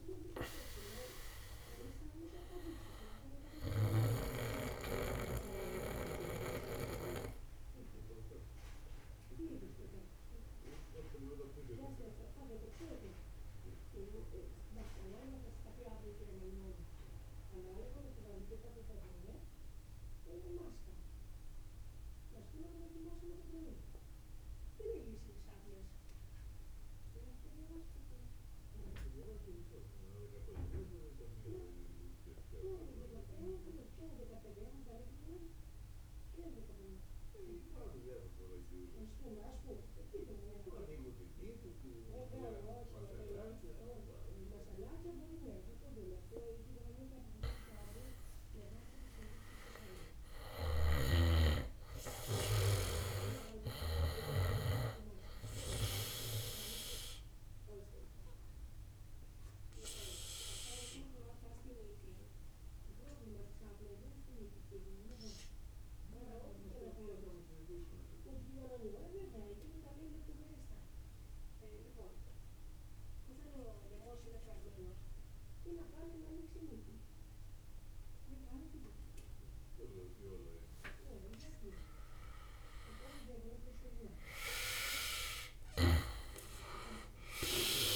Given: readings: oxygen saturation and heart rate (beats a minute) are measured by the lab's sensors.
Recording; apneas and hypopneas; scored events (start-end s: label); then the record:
breathing in sleep by a room microphone; 2
0.00-15.00 s: drop in pulse transit time (device-marked, heart rate 49 extreme)
0.00-19.00 s: oxygen desaturation (device-marked, oxygen 83% lowest, heart rate 49 extreme)
6.50-45.50 s: obstructive apnea (oxygen 98% before, 83% lowest, heart rate 66 before, 49 extreme, up 16 after)
37.00-70.00 s: oxygen desaturation (device-marked, oxygen 98% before, 88% lowest, heart rate 57 before, 49 extreme)
48.50-52.00 s: arousal
50.50-54.50 s: snoring (device-marked)
57.00-79.00 s: obstructive apnea (oxygen 98% before, 83% lowest, heart rate 60 before, 49 extreme, up 5 after)
72.00-87.96 s: oxygen desaturation (device-marked, oxygen 98% before, 83% lowest, heart rate 61 before, 49 extreme)
82.00-85.50 s: arousal
85.00-87.96 s: drop in pulse transit time (device-marked, heart rate 59 before, 49 extreme)
From the record:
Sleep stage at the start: N2 (light sleep); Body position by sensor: on the back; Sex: male